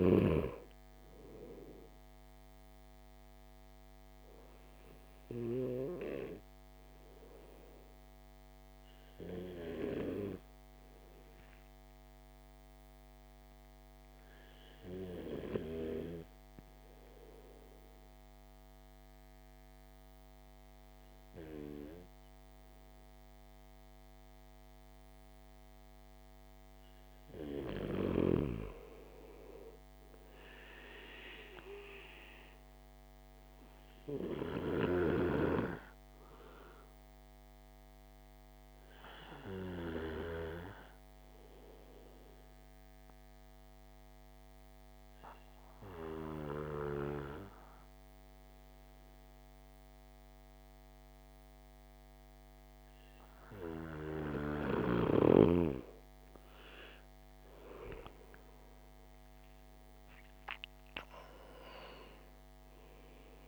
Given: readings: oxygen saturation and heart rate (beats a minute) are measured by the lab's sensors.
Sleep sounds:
breathing in sleep by a microphone on the trachea; 2
1.00-24.00 s: oxygen desaturation (device-marked, oxygen 98% before, 90% lowest, heart rate 57 before, 53 extreme)
5.00-27.00 s: obstructive apnea (oxygen 98% before, 90% lowest, heart rate 58 before, 53 extreme, up 7 after)
29.00-32.00 s: arousal
35.00-54.50 s: obstructive apnea (oxygen 99% before, 90% lowest, heart rate 56 before, 53 extreme, up 15 after)
38.00-53.00 s: oxygen desaturation (device-marked, oxygen 98% before, 93% lowest, heart rate 56 before, 53 extreme)
58.00-61.50 s: arousal
From the record:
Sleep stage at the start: N2 (light sleep); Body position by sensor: on the back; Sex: male

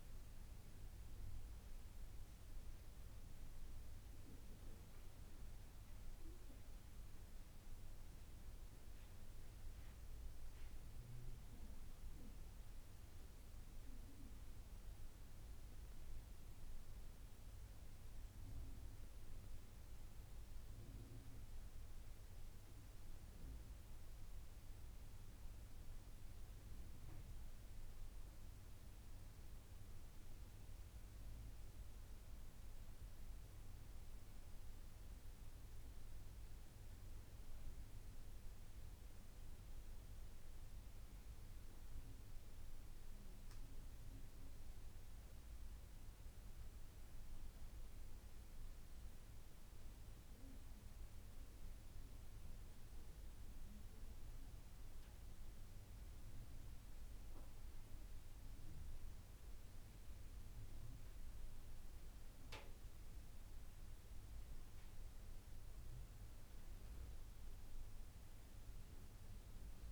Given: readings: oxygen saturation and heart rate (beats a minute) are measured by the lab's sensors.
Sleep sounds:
breathing in sleep, hard to hear, by a room microphone; none
none scored
From the record:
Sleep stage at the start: N2 (light sleep); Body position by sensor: on the right side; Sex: female

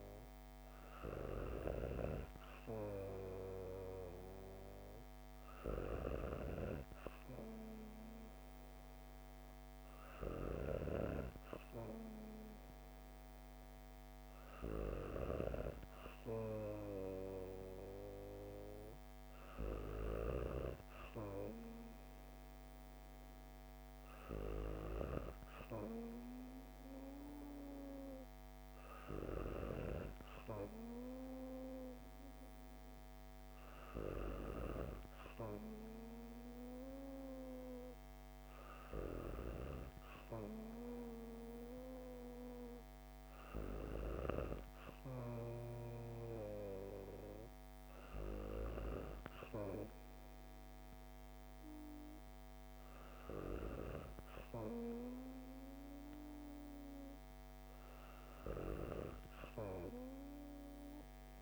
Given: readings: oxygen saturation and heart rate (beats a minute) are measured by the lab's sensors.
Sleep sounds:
breathing in sleep by a microphone on the trachea; none
none scored
From the record:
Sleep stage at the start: N2 (light sleep); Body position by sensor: on the back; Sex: female

